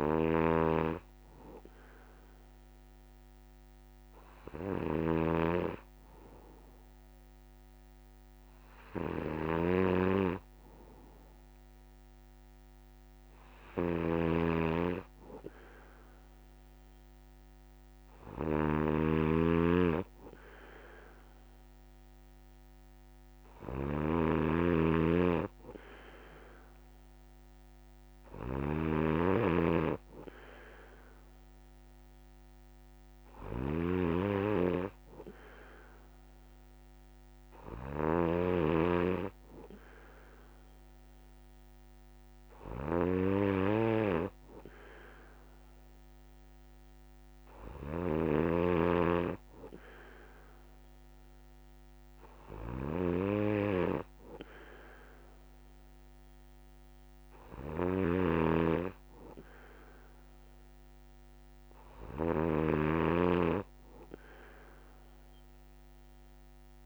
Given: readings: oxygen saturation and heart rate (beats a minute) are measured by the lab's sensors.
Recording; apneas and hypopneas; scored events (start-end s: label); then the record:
breathing in sleep by a microphone on the trachea; none
0.00-66.86 s: snoring (device-marked)
From the record:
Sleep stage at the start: N2 (light sleep); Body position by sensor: on the back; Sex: male